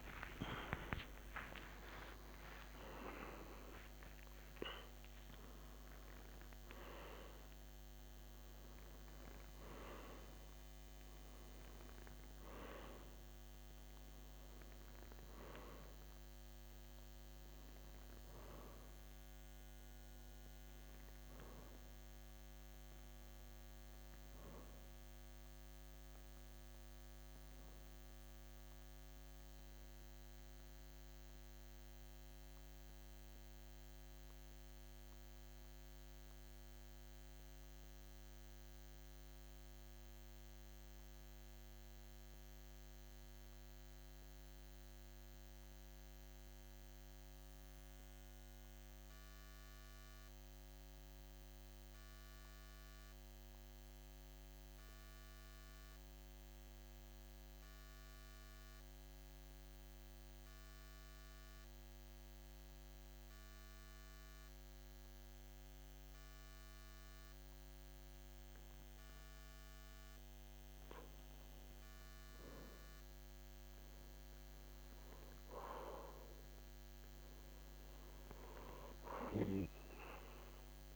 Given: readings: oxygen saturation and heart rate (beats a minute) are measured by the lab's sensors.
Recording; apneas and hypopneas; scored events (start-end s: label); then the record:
breathing in sleep by a microphone on the trachea; 1
0.00-3.50 s: arousal
0.00-11.00 s: oxygen desaturation (device-marked, oxygen 91% lowest, heart rate 51 extreme)
11.00-80.96 s: new sleep stage, REM sleep
13.00-52.00 s: oxygen desaturation (device-marked, oxygen 97% before, 88% lowest, heart rate 57 before, 52 extreme)
32.00-69.00 s: central apnea (oxygen 97% before, 88% lowest, heart rate 57 before, 52 extreme, up 2 after)
From the record:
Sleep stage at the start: N2 (light sleep); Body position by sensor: on the back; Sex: male